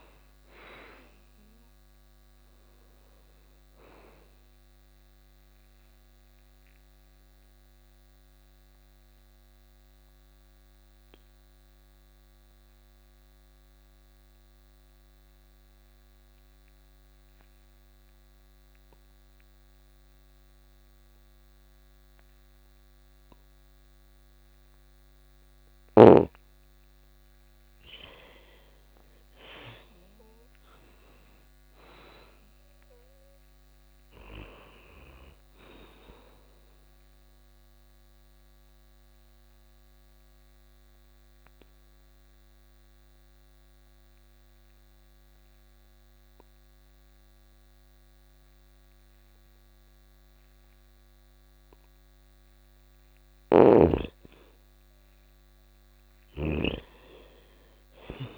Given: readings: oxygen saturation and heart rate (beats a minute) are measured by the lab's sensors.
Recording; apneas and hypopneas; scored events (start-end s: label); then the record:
breathing in sleep by a microphone on the trachea; 2
0.00-14.00 s: oxygen desaturation (device-marked, oxygen 84% lowest)
4.50-24.50 s: mixed apnea (oxygen 99% before, 84% lowest, heart rate 77 before, 68 extreme)
26.50-30.50 s: arousal
28.00-48.00 s: oxygen desaturation (device-marked, oxygen 99% before, 87% lowest, heart rate 145 before, 68 extreme)
36.00-51.00 s: obstructive apnea (oxygen 99% before, 84% lowest, heart rate 132 before, 107 extreme)
52.50-56.50 s: arousal
From the record:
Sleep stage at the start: N2 (light sleep); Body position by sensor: on the back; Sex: female